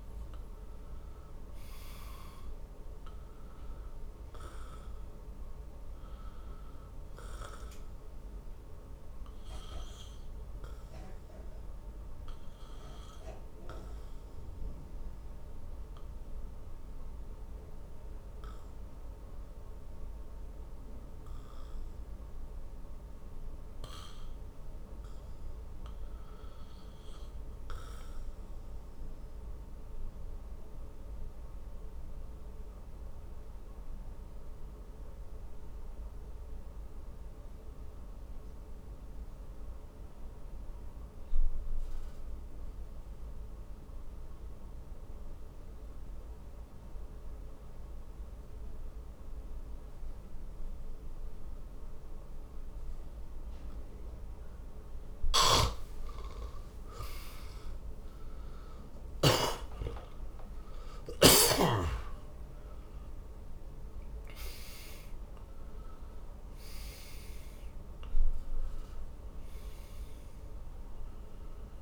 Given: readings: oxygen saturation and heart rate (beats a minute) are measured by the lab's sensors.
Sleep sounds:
breathing in sleep, hard to hear, by a room microphone; 1
8.50-55.00 s: obstructive apnea (oxygen 98% before, 84% lowest, heart rate 61 before, 47 extreme, up 30 after)
21.00-42.00 s: oxygen desaturation (device-marked, oxygen 96% before, 86% lowest, heart rate 54 before, 48 extreme)
55.00-59.50 s: snoring (device-marked)
57.50-61.50 s: arousal
From the record:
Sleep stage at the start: N2 (light sleep); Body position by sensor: on the back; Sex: male

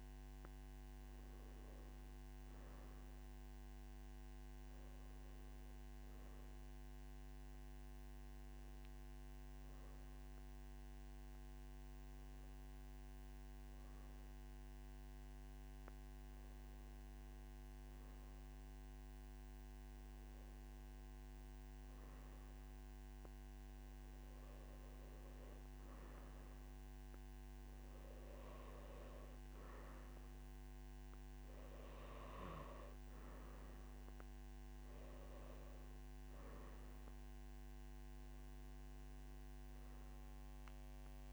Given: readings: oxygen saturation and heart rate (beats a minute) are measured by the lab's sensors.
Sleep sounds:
breathing in sleep, hard to hear, by a microphone on the trachea; 1
9.00-24.00 s: hypopnea (oxygen 96% before, 93% lowest, heart rate 60 before, 58 extreme, up 1 after)
31.50-41.33 s: new sleep stage, N2 (light sleep)
From the record:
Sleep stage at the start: N1 (lightest sleep); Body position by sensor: on the right side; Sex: male

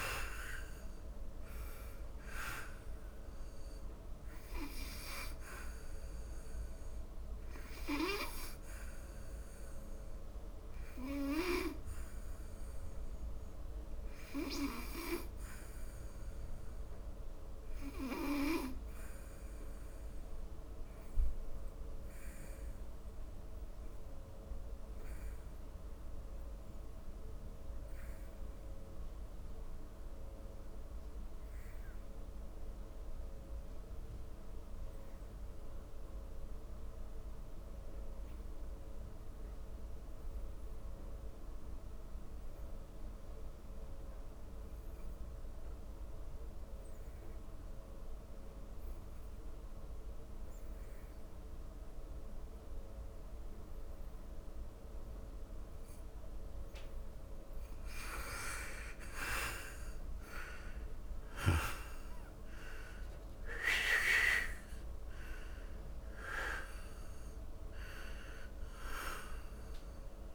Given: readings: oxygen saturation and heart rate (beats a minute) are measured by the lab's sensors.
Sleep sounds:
breathing in sleep by a room microphone; 1
0.00-1.50 s: arousal
0.00-24.50 s: oxygen desaturation (device-marked, oxygen 83% lowest, heart rate 57 extreme)
9.00-57.00 s: obstructive apnea (oxygen 97% before, 70% lowest, heart rate 73 before, 57 extreme, up 26 after)
44.50-70.35 s: oxygen desaturation (device-marked, oxygen 94% before, 70% lowest, heart rate 63 before, 58 extreme)
60.50-64.00 s: arousal
From the record:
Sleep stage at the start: N2 (light sleep); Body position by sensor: on the back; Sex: male

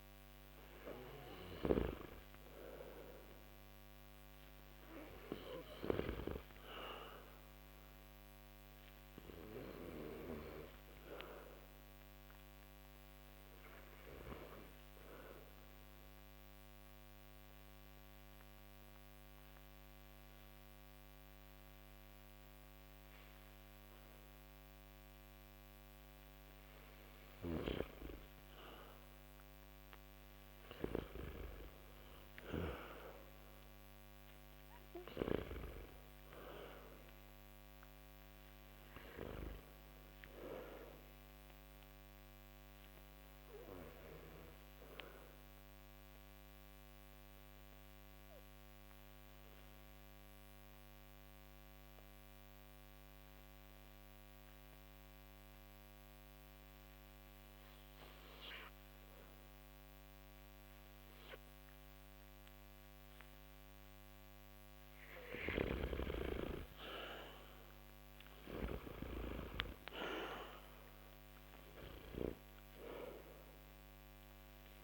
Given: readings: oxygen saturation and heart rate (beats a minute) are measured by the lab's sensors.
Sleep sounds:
breathing in sleep by a microphone on the trachea; 2
0.00-1.00 s: arousal
0.00-1.00 s: oxygen desaturation (device-marked, oxygen 89% lowest)
10.50-24.50 s: obstructive apnea (oxygen 98% before, 90% lowest)
12.00-31.00 s: oxygen desaturation (device-marked, oxygen 98% before, 92% lowest)
27.00-30.00 s: arousal
40.00-57.00 s: oxygen desaturation (device-marked, oxygen 96% before, 90% lowest)
41.00-64.00 s: obstructive apnea (oxygen 96% before, 86% lowest)
66.50-71.50 s: arousal
72.00-74.83 s: oxygen desaturation (device-marked, oxygen 96% before, 86% lowest)
From the record:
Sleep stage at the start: N2 (light sleep); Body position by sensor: on the back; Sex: male

